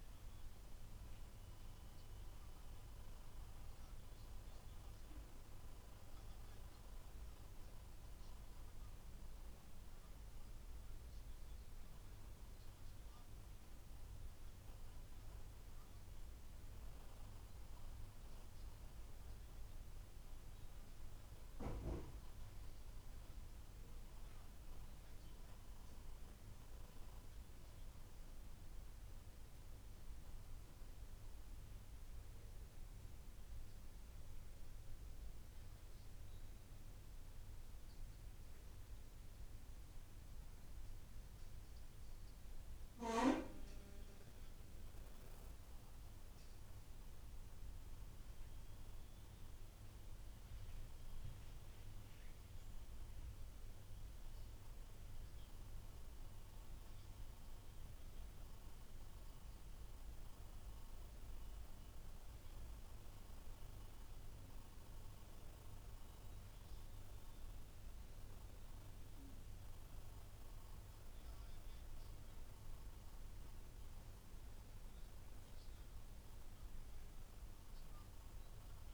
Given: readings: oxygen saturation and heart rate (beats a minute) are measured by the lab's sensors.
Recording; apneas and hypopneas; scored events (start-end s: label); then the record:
breathing in sleep, hard to hear, by a room microphone; none
26.50-78.94 s: new sleep stage, N2 (light sleep)
From the record:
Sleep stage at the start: N1 (lightest sleep); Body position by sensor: on the back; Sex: male